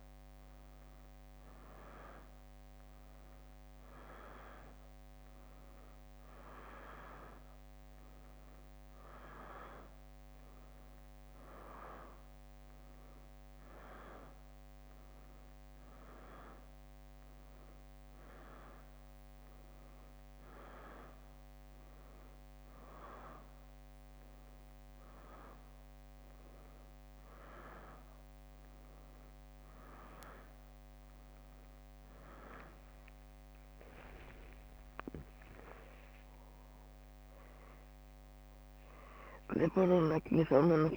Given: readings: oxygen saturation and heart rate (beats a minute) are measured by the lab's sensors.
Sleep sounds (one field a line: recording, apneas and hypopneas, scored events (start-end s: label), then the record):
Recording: a person awake in a sleep study, by a microphone on the trachea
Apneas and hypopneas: none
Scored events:
22.00-31.00 s: leg movement (device-marked)
34.00-36.50 s: leg movement (device-marked)
38.50-40.97 s: drop in pulse transit time (device-marked, heart rate 68 before, 68 extreme)
From the record:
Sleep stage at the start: awake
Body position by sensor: on the back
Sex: female